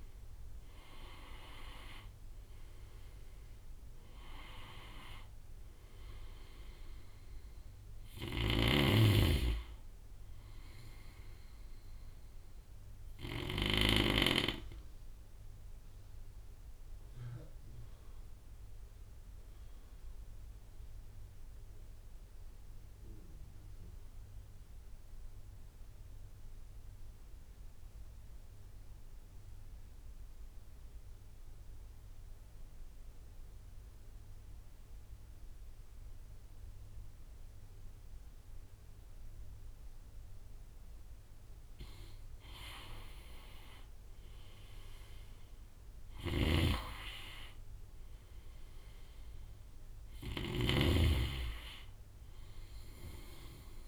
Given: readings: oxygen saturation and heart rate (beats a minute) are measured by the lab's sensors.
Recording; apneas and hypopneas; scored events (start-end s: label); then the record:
breathing in sleep by a room microphone; 1
0.00-1.50 s: arousal
0.00-13.50 s: oxygen desaturation (device-marked, oxygen 87% lowest)
7.50-13.00 s: snoring (device-marked)
14.50-39.00 s: obstructive apnea (oxygen 97% before, 85% lowest)
36.50-53.88 s: oxygen desaturation (device-marked, oxygen 98% before, 86% lowest)
43.00-48.50 s: arousal
45.50-53.88 s: snoring (device-marked)
From the record:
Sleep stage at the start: N2 (light sleep); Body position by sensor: on the right side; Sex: male